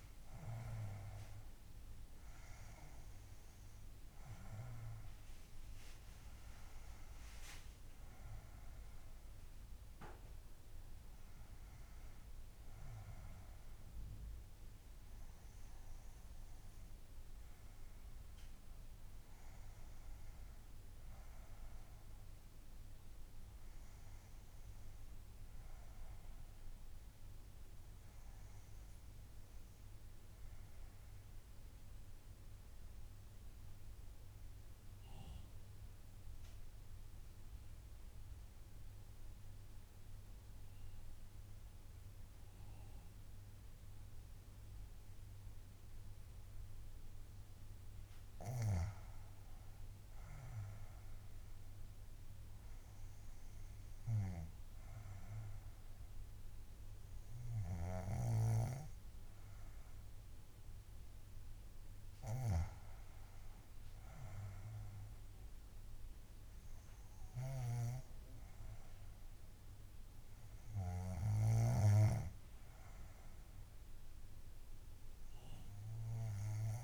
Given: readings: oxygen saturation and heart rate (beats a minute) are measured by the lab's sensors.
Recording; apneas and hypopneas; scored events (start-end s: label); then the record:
breathing in sleep by a room microphone; 1
25.00-29.00 s: arousal
30.50-47.50 s: obstructive apnea (oxygen 98% before, 91% lowest, heart rate 66 before, 57 extreme, up 10 after)
49.00-52.50 s: arousal
53.00-71.00 s: oxygen desaturation (device-marked, oxygen 97% before, 91% lowest, heart rate 63 before, 61 extreme)
58.00-72.00 s: snoring (device-marked)
From the record:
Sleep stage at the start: N2 (light sleep); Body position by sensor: on the back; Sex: female